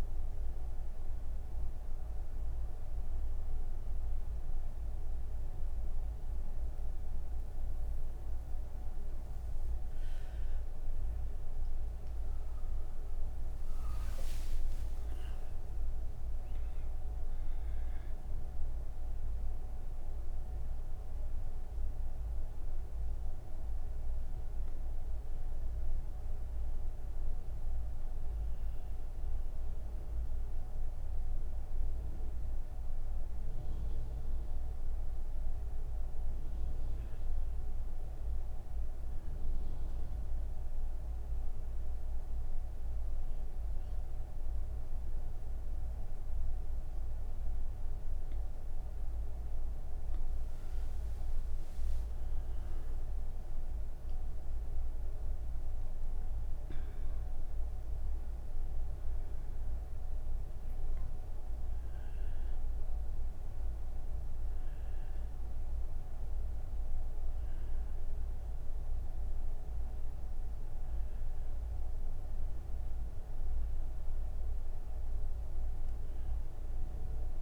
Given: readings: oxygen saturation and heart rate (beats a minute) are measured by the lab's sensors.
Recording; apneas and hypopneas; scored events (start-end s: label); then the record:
breathing in sleep, hard to hear, by a room microphone; none
58.00-77.42 s: oxygen desaturation (device-marked, oxygen 97% before, 91% lowest)
62.00-77.42 s: new sleep stage, N2 (light sleep)
From the record:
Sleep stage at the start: N1 (lightest sleep); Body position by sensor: on the back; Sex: female